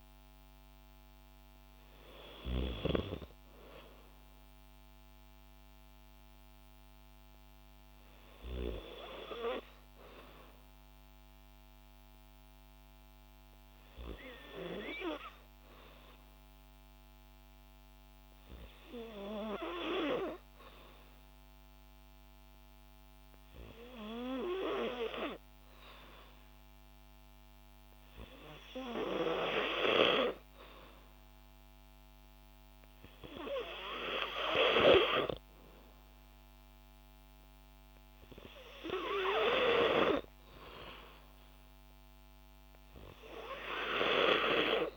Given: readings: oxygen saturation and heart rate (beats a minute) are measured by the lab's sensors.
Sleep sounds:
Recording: breathing in sleep by a microphone on the trachea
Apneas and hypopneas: none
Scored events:
0.00-7.00 s: oxygen desaturation (device-marked, oxygen 93% lowest, heart rate 54 extreme)
33.00-44.97 s: oxygen desaturation (device-marked, oxygen 95% before, 92% lowest, heart rate 56 before, 55 extreme)
From the record:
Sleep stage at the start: N2 (light sleep)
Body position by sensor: on the back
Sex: female

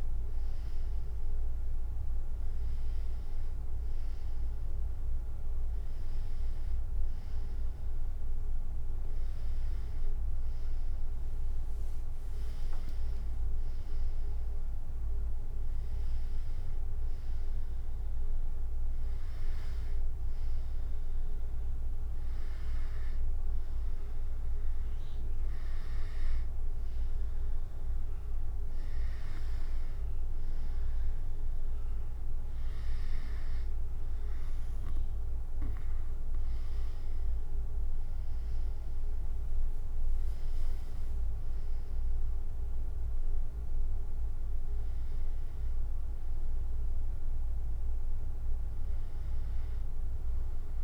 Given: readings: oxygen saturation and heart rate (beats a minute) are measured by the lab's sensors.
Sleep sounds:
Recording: a person partly awake in a sleep study, hard to hear, by a room microphone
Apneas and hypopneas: none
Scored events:
1.50-31.50 s: new sleep stage, N1 (lightest sleep)
31.50-50.84 s: new sleep stage, N2 (light sleep)
From the record:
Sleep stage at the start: awake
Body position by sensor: on the back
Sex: female

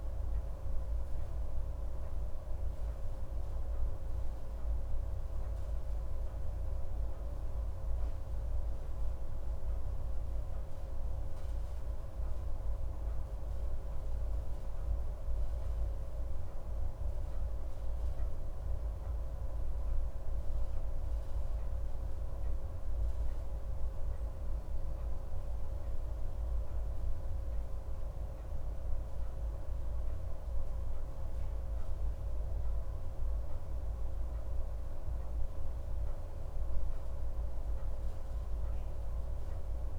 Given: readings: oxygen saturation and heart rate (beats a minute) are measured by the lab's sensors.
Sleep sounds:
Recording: breathing in sleep, hard to hear, by a room microphone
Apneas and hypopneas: none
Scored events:
6.00-39.99 s: new sleep stage, N2 (light sleep)
From the record:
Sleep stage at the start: N1 (lightest sleep)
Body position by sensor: on the right side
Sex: male

